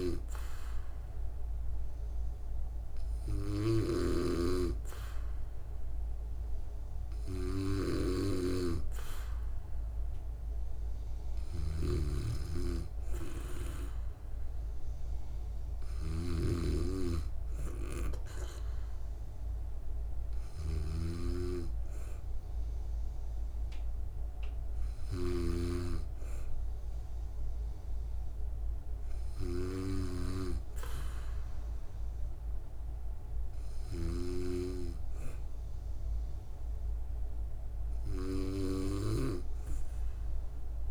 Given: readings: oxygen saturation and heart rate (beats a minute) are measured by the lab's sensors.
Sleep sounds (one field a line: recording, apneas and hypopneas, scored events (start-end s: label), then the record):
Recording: breathing in sleep by a room microphone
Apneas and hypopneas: 1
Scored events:
0.00-40.91 s: snoring (device-marked)
0.50-11.50 s: hypopnea (oxygen 96% before, 94% lowest, heart rate 67 before, 64 extreme, up 3 after)
13.50-16.50 s: arousal
From the record:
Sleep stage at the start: N2 (light sleep)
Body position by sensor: on the back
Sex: female